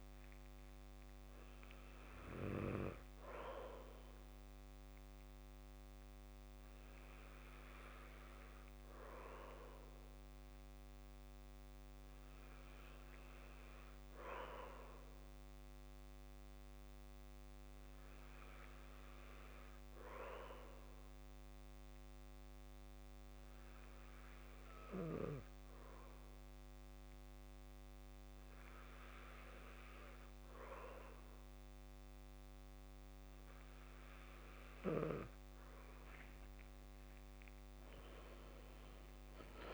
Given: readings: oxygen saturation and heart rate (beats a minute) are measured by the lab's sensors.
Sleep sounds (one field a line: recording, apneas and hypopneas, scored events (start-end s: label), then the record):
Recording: breathing in sleep by a microphone on the trachea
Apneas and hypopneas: none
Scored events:
37.00-39.00 s: long interval between heartbeats (device-marked, heart rate 59 before, 84 extreme)
From the record:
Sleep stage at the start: N2 (light sleep)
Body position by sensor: on the back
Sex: male